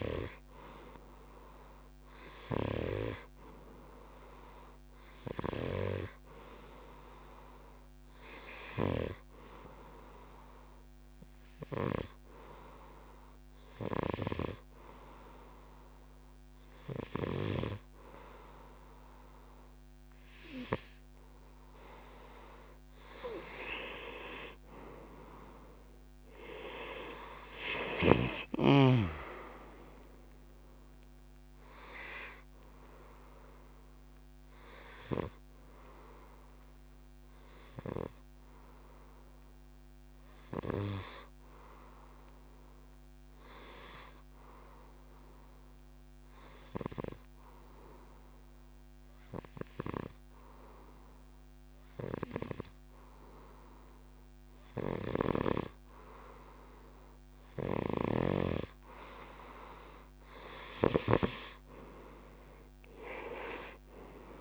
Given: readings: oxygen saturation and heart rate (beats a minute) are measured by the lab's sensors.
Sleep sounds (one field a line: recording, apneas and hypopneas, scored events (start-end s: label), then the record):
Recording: breathing in sleep by a microphone on the trachea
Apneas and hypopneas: 2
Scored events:
7.50-22.00 s: obstructive apnea (oxygen 95% before, 91% lowest, heart rate 66 before, 64 extreme, up 4 after)
25.50-29.50 s: arousal
29.50-40.50 s: oxygen desaturation (device-marked, oxygen 94% before, 91% lowest, heart rate 66 before, 64 extreme)
33.50-59.00 s: obstructive apnea (oxygen 95% before, 91% lowest, heart rate 66 before, 64 extreme, up 2 after)
62.50-64.41 s: arousal
From the record:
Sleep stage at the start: N2 (light sleep)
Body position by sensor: on the right side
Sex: male